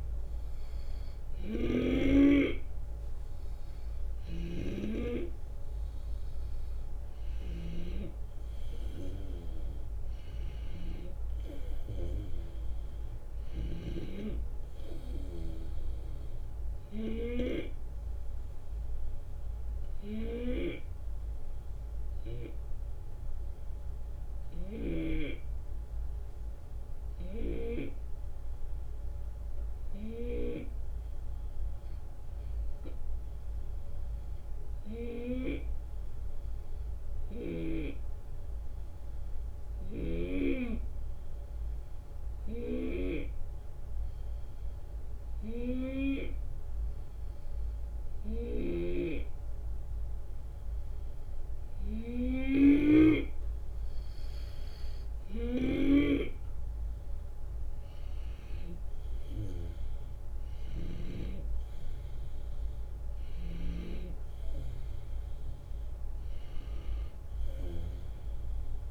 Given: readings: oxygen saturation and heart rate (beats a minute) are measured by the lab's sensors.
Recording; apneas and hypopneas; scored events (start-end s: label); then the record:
breathing in sleep by a room microphone; 1
0.00-2.00 s: snoring (device-marked)
3.00-16.00 s: drop in pulse transit time (device-marked, heart rate 74 before, 75 extreme)
17.00-50.00 s: hypopnea (oxygen 94% before, 89% lowest, heart rate 77 before, 70 extreme, up 4 after)
39.50-64.00 s: snoring (device-marked)
41.00-62.00 s: oxygen desaturation (device-marked, oxygen 94% before, 89% lowest, heart rate 71 before, 73 extreme)
55.00-68.91 s: drop in pulse transit time (device-marked, heart rate 73 before, 73 extreme)
62.50-66.50 s: arousal
From the record:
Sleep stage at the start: N2 (light sleep); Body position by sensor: on the left side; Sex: male